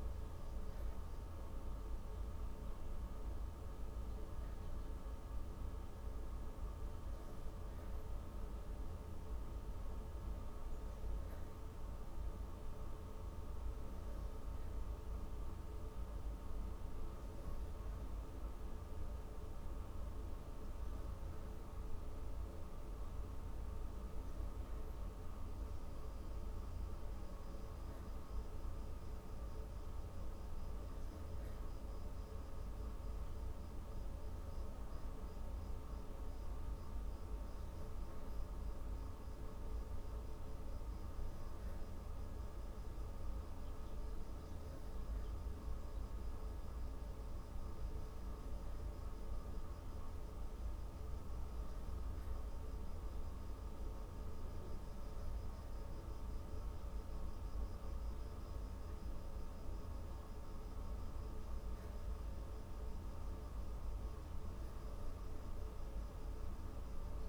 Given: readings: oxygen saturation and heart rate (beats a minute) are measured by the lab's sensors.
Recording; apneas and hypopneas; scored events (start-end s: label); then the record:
breathing in sleep, hard to hear, by a room microphone; none
none scored
From the record:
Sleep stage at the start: N3 (deep sleep); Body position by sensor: on the back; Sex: female